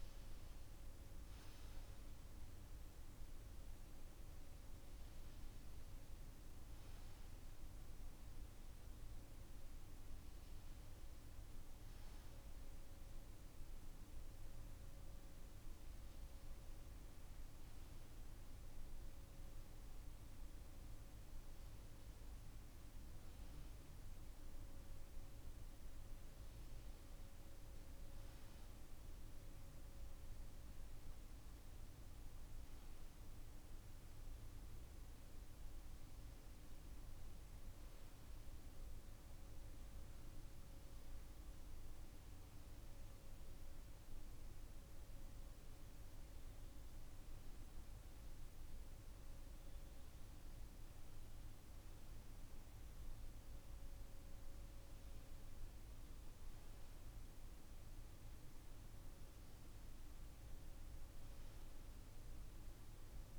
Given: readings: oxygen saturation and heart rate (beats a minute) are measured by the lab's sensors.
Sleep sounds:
a person awake in a sleep study, hard to hear, by a room microphone; none
41.00-63.39 s: new sleep stage, N2 (light sleep)
42.50-47.50 s: arousal
From the record:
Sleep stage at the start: awake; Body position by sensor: on the right side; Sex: male

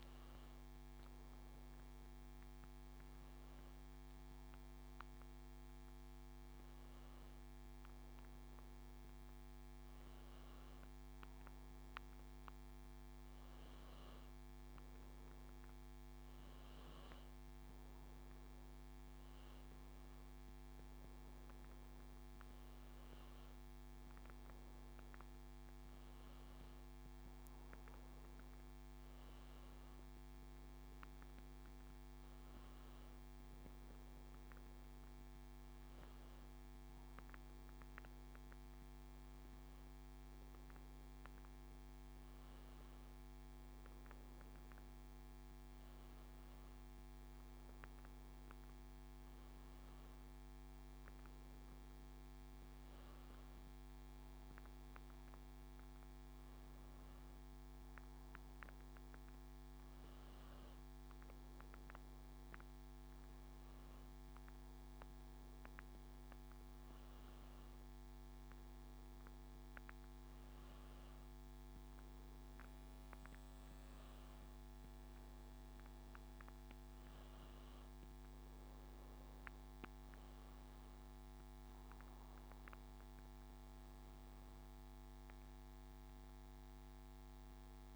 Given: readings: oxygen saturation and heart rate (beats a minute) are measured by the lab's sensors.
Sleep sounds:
breathing in sleep, hard to hear, by a microphone on the trachea; none
30.50-33.50 s: arousal
From the record:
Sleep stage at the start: N2 (light sleep); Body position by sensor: on the back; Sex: male

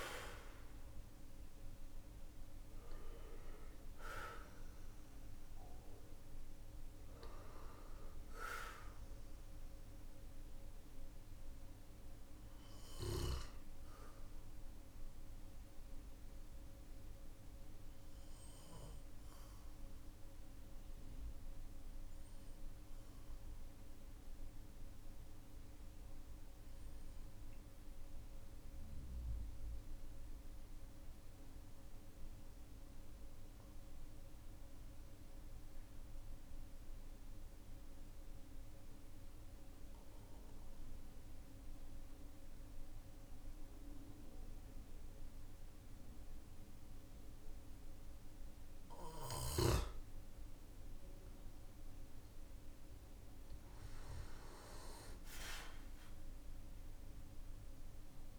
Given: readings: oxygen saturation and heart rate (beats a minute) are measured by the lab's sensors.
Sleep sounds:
breathing in sleep by a room microphone; 1
0.00-31.50 s: oxygen desaturation (device-marked, oxygen 92% lowest, heart rate 40 extreme)
15.00-48.00 s: obstructive apnea (oxygen 97% before, 92% lowest, heart rate 48 before, 45 extreme, up 12 after)
51.00-54.50 s: arousal
From the record:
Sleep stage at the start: N2 (light sleep); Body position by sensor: on the back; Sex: male

